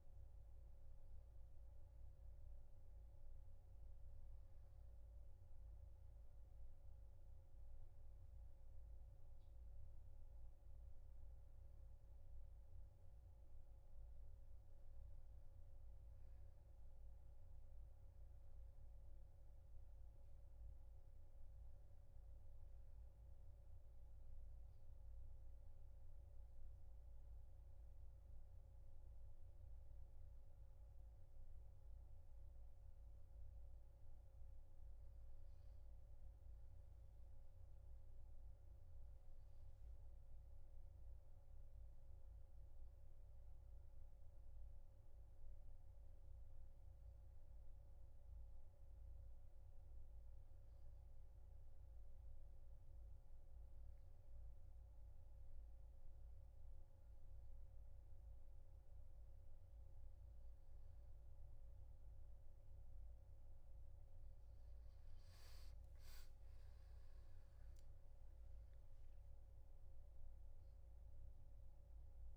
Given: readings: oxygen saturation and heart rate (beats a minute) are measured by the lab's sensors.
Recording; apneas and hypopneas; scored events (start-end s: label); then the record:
a person awake in a sleep study, hard to hear, by a room microphone; none
none scored
From the record:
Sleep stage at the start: awake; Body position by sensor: on the back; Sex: male